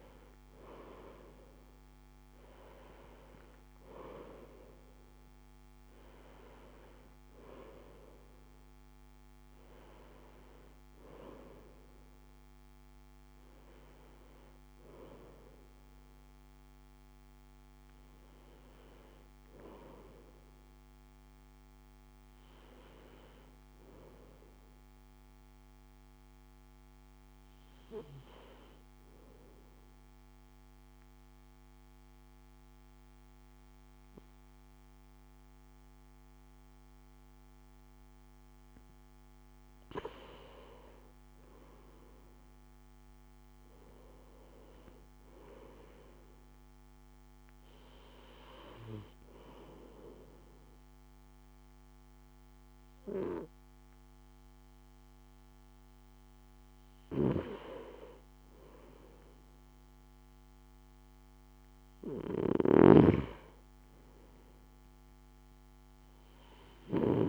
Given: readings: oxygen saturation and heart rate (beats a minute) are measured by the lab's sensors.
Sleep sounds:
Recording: breathing in sleep by a microphone on the trachea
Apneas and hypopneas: 1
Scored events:
0.00-1.50 s: oxygen desaturation (device-marked, oxygen 90% lowest, heart rate 59 extreme)
21.00-25.00 s: arousal
29.50-39.50 s: obstructive apnea (oxygen 98% before, 93% lowest, heart rate 59 before, 55 extreme, up 5 after)
41.00-45.50 s: arousal
From the record:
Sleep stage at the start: N2 (light sleep)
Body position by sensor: on the right side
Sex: male

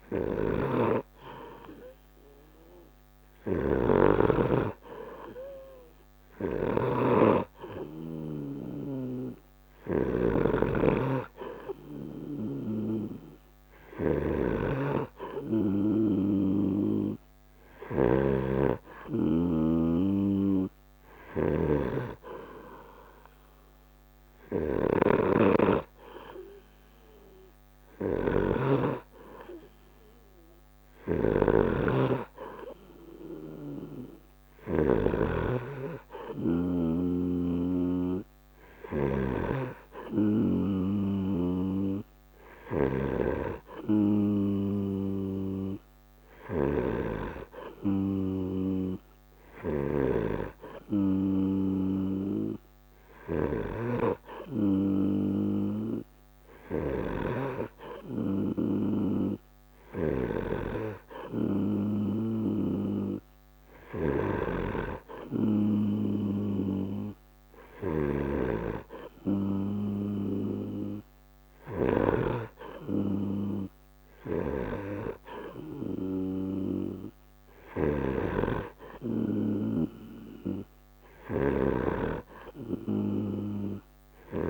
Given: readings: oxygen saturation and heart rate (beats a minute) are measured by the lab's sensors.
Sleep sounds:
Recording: breathing in sleep by a microphone on the trachea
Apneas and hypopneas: none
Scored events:
0.00-7.00 s: snoring (device-marked)
9.00-35.00 s: snoring (device-marked)
39.50-60.50 s: snoring (device-marked)
62.50-72.50 s: snoring (device-marked)
74.50-84.50 s: snoring (device-marked)
From the record:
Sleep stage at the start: N3 (deep sleep)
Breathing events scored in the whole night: 471 in 6.8 hours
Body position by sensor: on the right side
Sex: male

